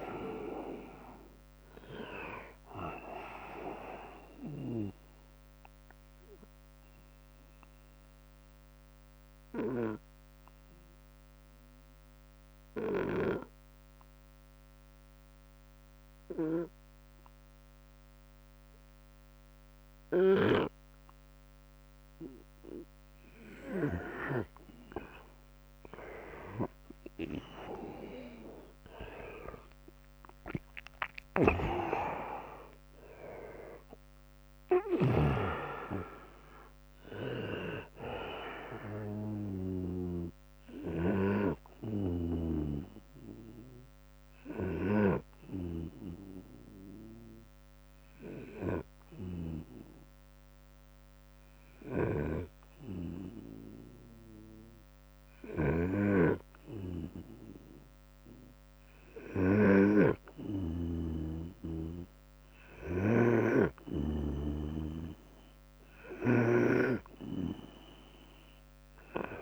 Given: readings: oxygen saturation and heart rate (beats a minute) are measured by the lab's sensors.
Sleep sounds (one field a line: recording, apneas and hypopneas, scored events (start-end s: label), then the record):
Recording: breathing in sleep by a microphone on the trachea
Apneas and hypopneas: 2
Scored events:
0.00-3.00 s: drop in pulse transit time (device-marked, heart rate 77 extreme)
0.00-15.00 s: oxygen desaturation (device-marked, oxygen 97% lowest, heart rate 65 extreme)
4.50-22.00 s: mixed apnea (oxygen 100% before, 96% lowest, heart rate 81 before, 65 extreme, up 14 after)
5.50-7.50 s: long interval between heartbeats (device-marked, heart rate 81 before, 77 extreme)
26.00-29.50 s: arousal
27.00-40.00 s: drop in pulse transit time (device-marked, heart rate 70 before, 73 extreme)
41.50-57.50 s: hypopnea (oxygen 100% before, 96% lowest, heart rate 76 before, 69 extreme, up 9 after)
47.50-49.50 s: long interval between heartbeats (device-marked, heart rate 78 before, 75 extreme)
58.50-62.50 s: arousal
62.00-65.50 s: snoring (device-marked)
68.00-69.42 s: long interval between heartbeats (device-marked, heart rate 73 before, 79 extreme)
From the record:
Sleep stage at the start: N2 (light sleep)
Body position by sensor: on the right side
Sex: male